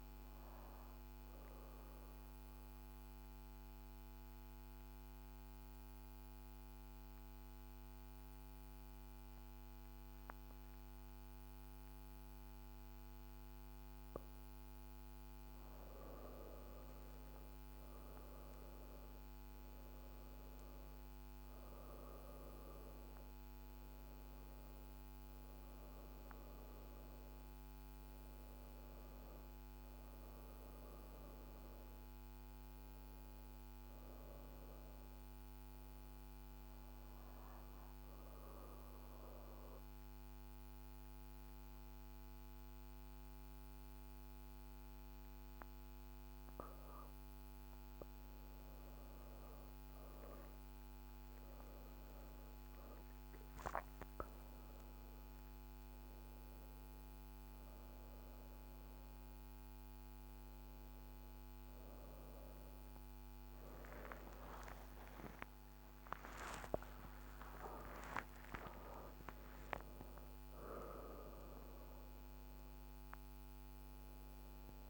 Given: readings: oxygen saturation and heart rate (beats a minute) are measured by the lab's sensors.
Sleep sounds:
breathing in sleep by a microphone on the trachea; 2
0.50-15.50 s: mixed apnea (oxygen 96% before, 83% lowest)
17.50-35.50 s: oxygen desaturation (device-marked, oxygen 96% before, 83% lowest)
19.50-23.50 s: arousal
38.50-49.00 s: obstructive apnea (oxygen 97% before, 90% lowest)
49.50-53.50 s: arousal
49.50-74.90 s: new sleep stage, N1 (lightest sleep)
54.50-68.50 s: oxygen desaturation (device-marked, oxygen 97% before, 90% lowest)
From the record:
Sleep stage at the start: N2 (light sleep); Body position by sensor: on the back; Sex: female

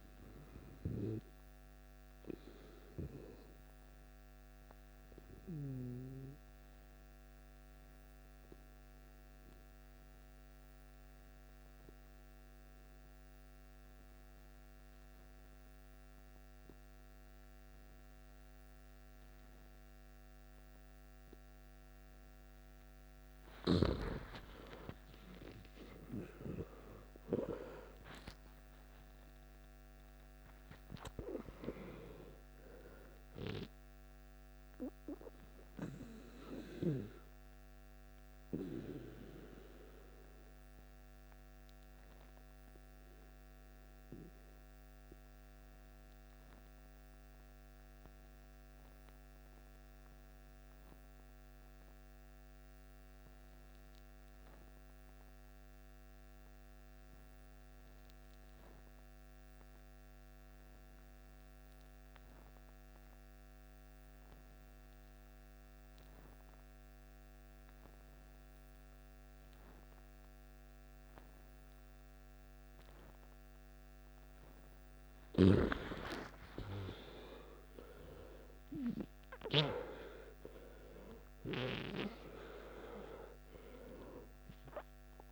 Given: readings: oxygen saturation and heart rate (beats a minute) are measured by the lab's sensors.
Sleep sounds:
breathing in sleep by a microphone on the trachea; 2
1.00-85.32 s: new sleep stage, N2 (light sleep)
6.00-23.00 s: obstructive apnea (oxygen 97% before, 91% lowest, heart rate 61 before, 54 extreme, up 12 after)
25.00-29.00 s: arousal
28.00-39.00 s: oxygen desaturation (device-marked, oxygen 97% before, 93% lowest, heart rate 56 before, 53 extreme)
40.50-73.50 s: obstructive apnea (oxygen 97% before, 89% lowest, heart rate 62 before, 52 extreme, up 14 after)
66.00-85.32 s: oxygen desaturation (device-marked, oxygen 98% before, 89% lowest, heart rate 55 before, 52 extreme)
75.00-79.50 s: arousal
From the record:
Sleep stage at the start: N1 (lightest sleep); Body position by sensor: on the back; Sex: male

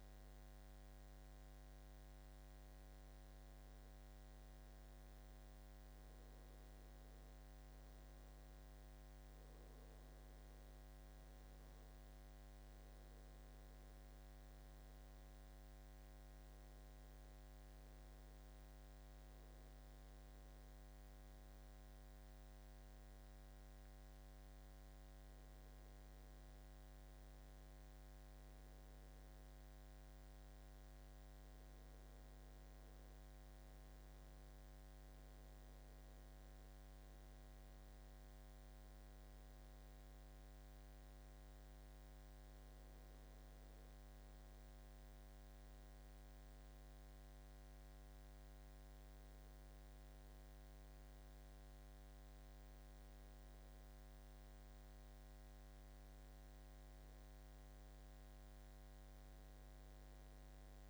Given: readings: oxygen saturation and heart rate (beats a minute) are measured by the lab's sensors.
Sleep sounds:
breathing in sleep, hard to hear, by a microphone on the trachea; none
none scored
From the record:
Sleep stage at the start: N2 (light sleep); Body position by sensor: on the back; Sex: male

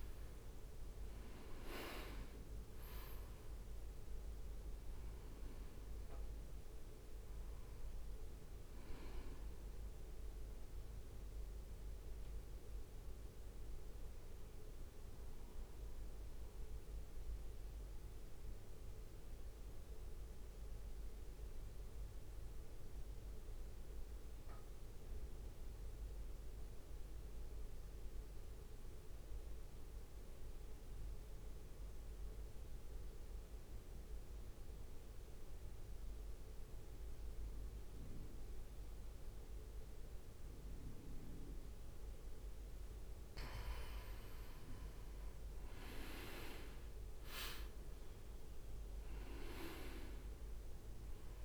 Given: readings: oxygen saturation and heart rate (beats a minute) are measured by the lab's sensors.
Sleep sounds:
breathing in sleep by a room microphone; 1
0.00-2.50 s: arousal
0.00-17.00 s: drop in pulse transit time (device-marked, heart rate 60 before, 57 extreme)
0.00-31.00 s: oxygen desaturation (device-marked, oxygen 84% lowest, heart rate 57 extreme)
15.50-43.00 s: mixed apnea (oxygen 95% before, 84% lowest, heart rate 60 before, 60 extreme, up 1 after)
44.00-51.45 s: oxygen desaturation (device-marked, oxygen 98% before, 89% lowest, heart rate 66 before, 59 extreme)
45.00-49.00 s: arousal
48.00-51.45 s: drop in pulse transit time (device-marked, heart rate 66 before, 62 extreme)
From the record:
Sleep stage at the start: N2 (light sleep); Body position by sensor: on the right side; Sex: male

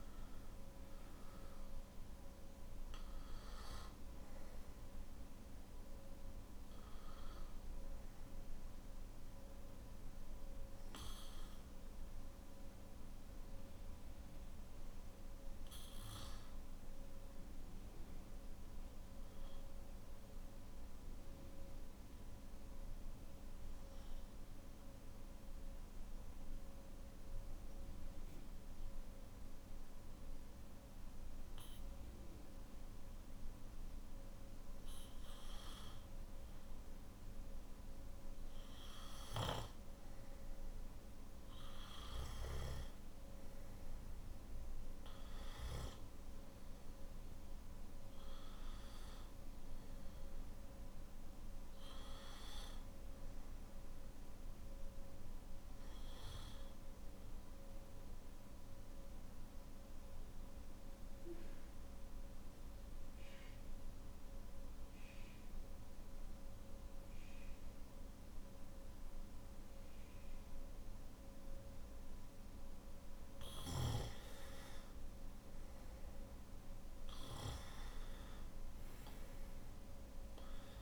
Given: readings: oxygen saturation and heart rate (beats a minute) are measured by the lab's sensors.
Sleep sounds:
breathing in sleep, hard to hear, by a room microphone; 2
0.00-21.00 s: oxygen desaturation (device-marked, oxygen 92% lowest, heart rate 47 extreme)
9.00-36.50 s: obstructive apnea (oxygen 98% before, 91% lowest, heart rate 54 before, 47 extreme, up 12 after)
41.00-59.00 s: oxygen desaturation (device-marked, oxygen 97% before, 93% lowest, heart rate 50 before, 52 extreme)
55.00-73.00 s: obstructive apnea (oxygen 98% before, 90% lowest, heart rate 58 before, 50 extreme, up 5 after)
79.00-80.82 s: oxygen desaturation (device-marked, oxygen 97% before, 91% lowest, heart rate 54 before, 50 extreme)
From the record:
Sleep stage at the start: N3 (deep sleep); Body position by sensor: on the back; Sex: male

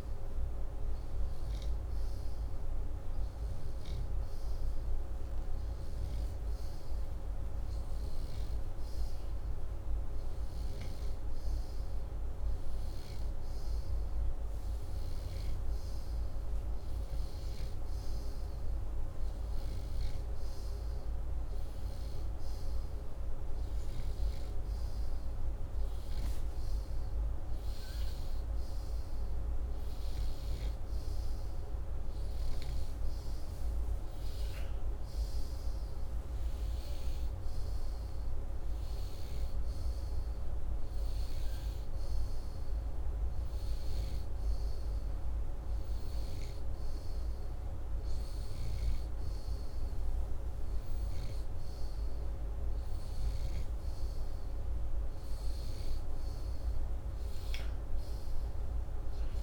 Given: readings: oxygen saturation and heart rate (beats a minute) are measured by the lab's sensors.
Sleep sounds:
breathing in sleep, hard to hear, by a room microphone; none
2.00-11.50 s: snoring (device-marked)
26.50-31.00 s: snoring (device-marked)
From the record:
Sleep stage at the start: N2 (light sleep); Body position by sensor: upright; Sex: male

